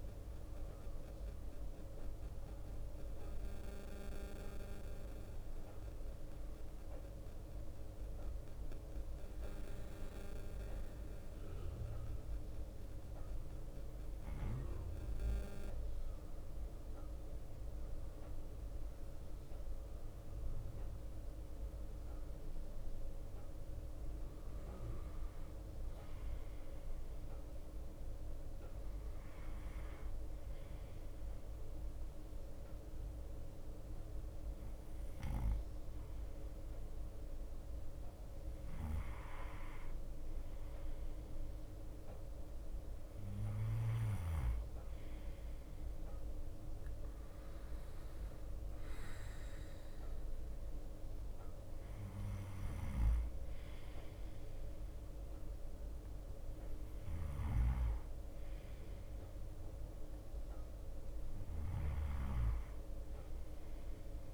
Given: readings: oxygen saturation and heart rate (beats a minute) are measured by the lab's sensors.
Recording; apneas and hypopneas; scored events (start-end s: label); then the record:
breathing in sleep, hard to hear, by a room microphone; 1
0.00-1.50 s: arousal
5.00-14.00 s: bradycardia (device-marked, heart rate 58 before, 57 extreme)
5.50-19.00 s: obstructive apnea (oxygen 92% before, 89% lowest, heart rate 59 before, 57 extreme, up 5 after)
21.50-25.50 s: arousal
24.00-30.00 s: bradycardia (device-marked, heart rate 58 before, 59 extreme)
31.00-37.00 s: bradycardia (device-marked, heart rate 58 before, 58 extreme)
38.00-44.00 s: bradycardia (device-marked, heart rate 59 before, 59 extreme)
45.00-64.34 s: bradycardia (device-marked, heart rate 59 before, 55 extreme)
57.50-62.00 s: snoring (device-marked)
From the record:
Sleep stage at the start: N2 (light sleep); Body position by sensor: on the right side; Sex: male